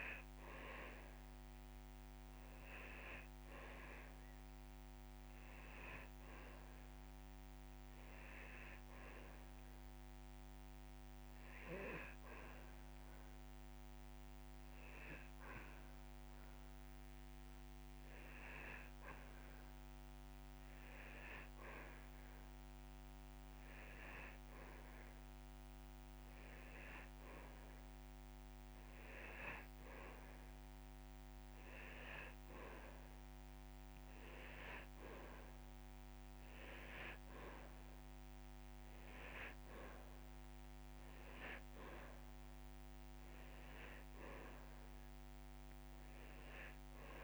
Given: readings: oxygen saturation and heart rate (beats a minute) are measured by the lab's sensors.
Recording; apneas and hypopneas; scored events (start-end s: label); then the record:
breathing in sleep by a microphone on the trachea; 1
8.50-23.50 s: oxygen desaturation (device-marked, oxygen 97% before, 92% lowest)
11.00-21.00 s: hypopnea (oxygen 97% before, 92% lowest)
22.50-25.00 s: arousal
From the record:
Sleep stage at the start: N2 (light sleep); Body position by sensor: on the back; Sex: male